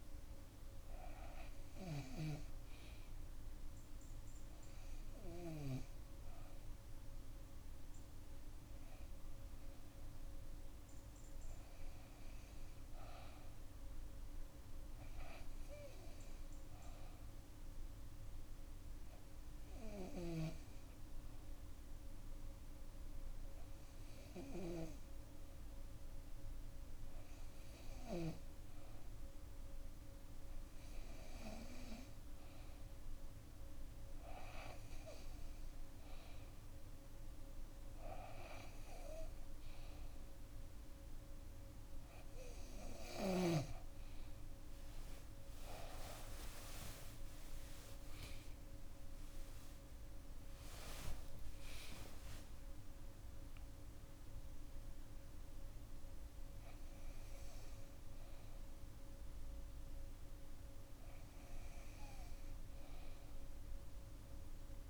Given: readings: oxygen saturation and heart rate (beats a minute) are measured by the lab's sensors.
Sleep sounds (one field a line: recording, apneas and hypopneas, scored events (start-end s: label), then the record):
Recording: breathing in sleep by a room microphone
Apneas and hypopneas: 1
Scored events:
16.00-27.50 s: hypopnea (oxygen 97% before, 94% lowest, heart rate 61 before, 61 extreme, up 7 after)
30.00-64.90 s: new sleep stage, N2 (light sleep)
44.00-49.50 s: arousal
45.50-47.50 s: long interval between heartbeats (device-marked, heart rate 66 before, 79 extreme)
From the record:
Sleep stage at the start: REM sleep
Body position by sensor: on the back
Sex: female